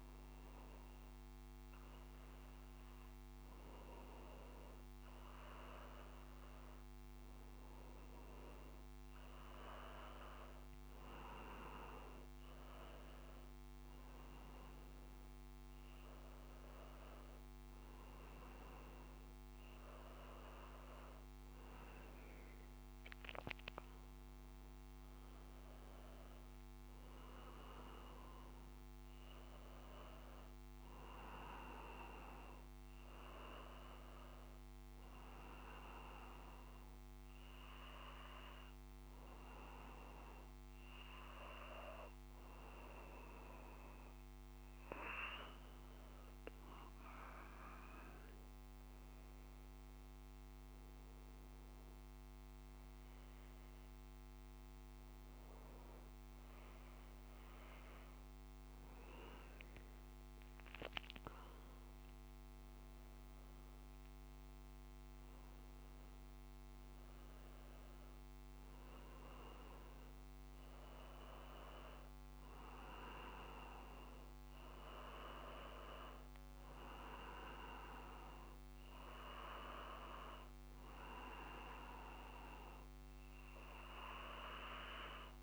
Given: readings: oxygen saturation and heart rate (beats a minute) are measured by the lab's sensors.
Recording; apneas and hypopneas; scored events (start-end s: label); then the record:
breathing in sleep by a microphone on the trachea; none
19.50-23.00 s: arousal
From the record:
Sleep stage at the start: N2 (light sleep); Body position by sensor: on the back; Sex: male